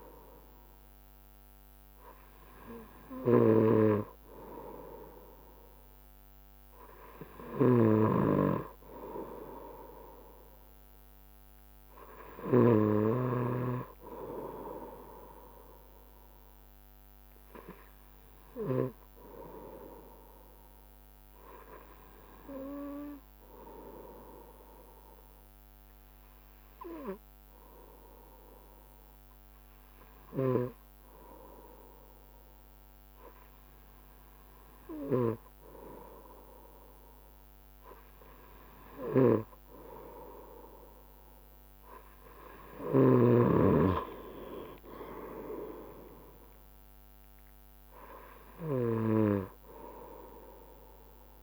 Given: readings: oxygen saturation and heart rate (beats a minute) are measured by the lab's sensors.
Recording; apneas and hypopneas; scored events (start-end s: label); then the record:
breathing in sleep by a microphone on the trachea; 1
0.00-13.00 s: snoring (device-marked)
11.50-15.00 s: arousal
18.50-36.50 s: obstructive apnea (oxygen 95% before, 94% lowest, heart rate 69 before, 63 extreme, up 0 after)
45.50-49.50 s: arousal
From the record:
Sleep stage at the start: N2 (light sleep); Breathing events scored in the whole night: 167 in 4.0 hours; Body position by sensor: on the right side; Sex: male